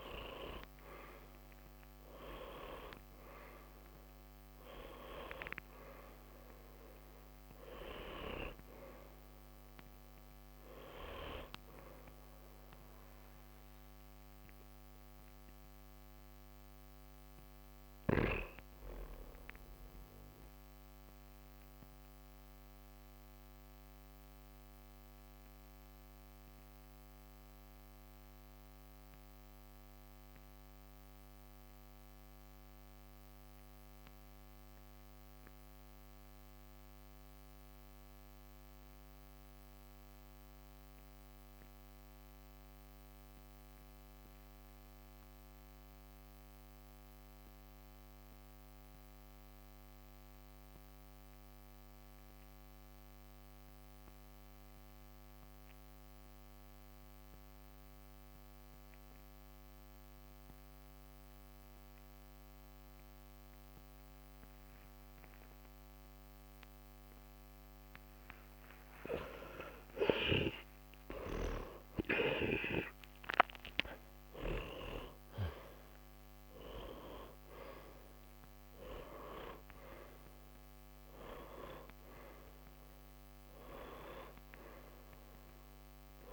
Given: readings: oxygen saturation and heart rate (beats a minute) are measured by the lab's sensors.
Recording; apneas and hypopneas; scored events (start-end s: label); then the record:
breathing in sleep by a microphone on the trachea; 1
0.00-32.00 s: oxygen desaturation (device-marked, oxygen 85% lowest, heart rate 48 extreme)
19.00-66.50 s: mixed apnea (oxygen 95% before, 85% lowest, heart rate 71 before, 48 extreme, up 11 after)
61.00-86.33 s: oxygen desaturation (device-marked, oxygen 97% before, 85% lowest, heart rate 55 before, 48 extreme)
68.00-73.00 s: arousal
From the record:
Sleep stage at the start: N2 (light sleep); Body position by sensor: on the back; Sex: male